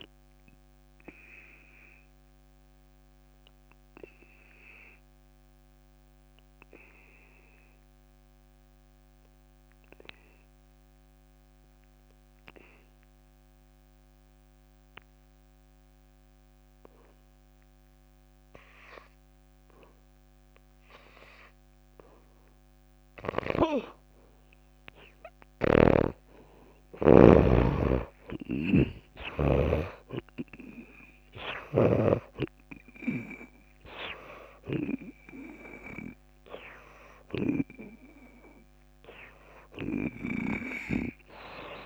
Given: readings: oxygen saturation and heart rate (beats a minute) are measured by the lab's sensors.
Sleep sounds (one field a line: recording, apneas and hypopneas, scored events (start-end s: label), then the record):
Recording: breathing in sleep by a microphone on the trachea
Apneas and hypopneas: 1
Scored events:
0.00-12.00 s: oxygen desaturation (device-marked, oxygen 88% lowest)
2.50-23.00 s: obstructive apnea (oxygen 96% before, 81% lowest)
25.00-27.50 s: arousal
25.00-41.86 s: oxygen desaturation (device-marked, oxygen 98% before, 81% lowest)
26.00-32.50 s: snoring (device-marked)
From the record:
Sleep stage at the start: N2 (light sleep)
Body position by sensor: on the back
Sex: female